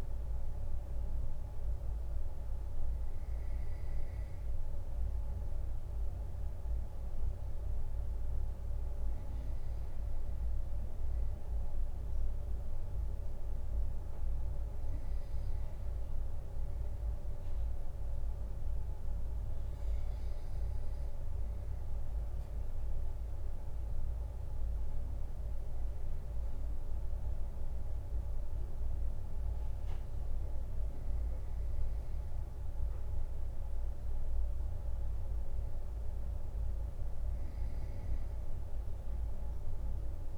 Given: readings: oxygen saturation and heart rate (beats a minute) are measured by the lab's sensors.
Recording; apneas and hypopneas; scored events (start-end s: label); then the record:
breathing in sleep, hard to hear, by a room microphone; none
none scored
From the record:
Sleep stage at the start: N2 (light sleep); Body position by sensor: on the right side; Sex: male